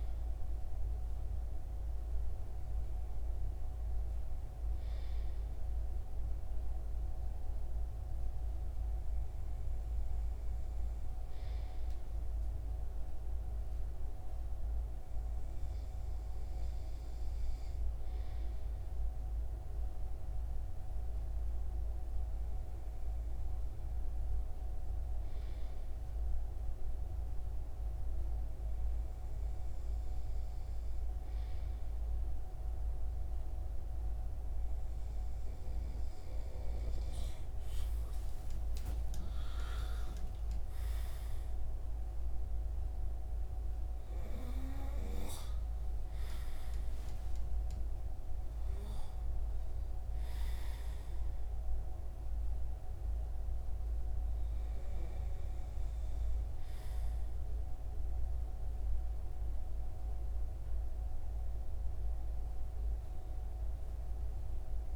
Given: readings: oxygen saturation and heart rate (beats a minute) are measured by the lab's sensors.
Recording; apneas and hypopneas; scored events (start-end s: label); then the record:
breathing in sleep, hard to hear, by a room microphone; none
0.00-6.00 s: oxygen desaturation (device-marked, oxygen 92% lowest, heart rate 69 extreme)
37.00-41.00 s: arousal
From the record:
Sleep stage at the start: REM sleep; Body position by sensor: on the front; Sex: male